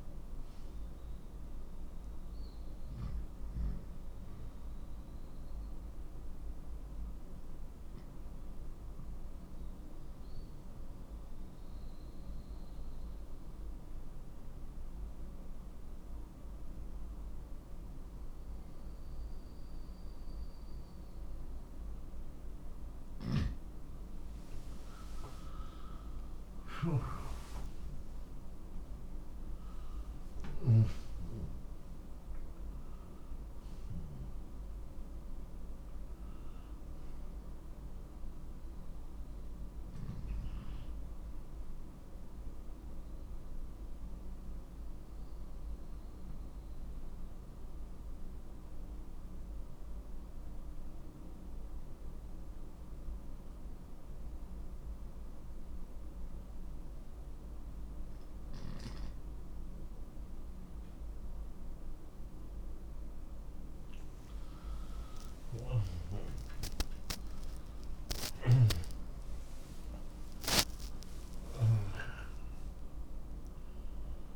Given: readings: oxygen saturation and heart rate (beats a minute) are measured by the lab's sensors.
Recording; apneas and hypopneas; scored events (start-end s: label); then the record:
breathing in sleep by a room microphone; 2
7.00-22.50 s: obstructive apnea (oxygen 94% before, 91% lowest)
25.00-31.00 s: arousal
37.50-55.50 s: oxygen desaturation (device-marked, oxygen 97% before, 91% lowest)
45.00-62.50 s: obstructive apnea (oxygen 98% before, 91% lowest)
64.50-70.50 s: oxygen desaturation (device-marked, oxygen 96% before, 91% lowest)
65.00-69.50 s: arousal
From the record:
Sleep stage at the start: N2 (light sleep); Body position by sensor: on the left side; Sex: male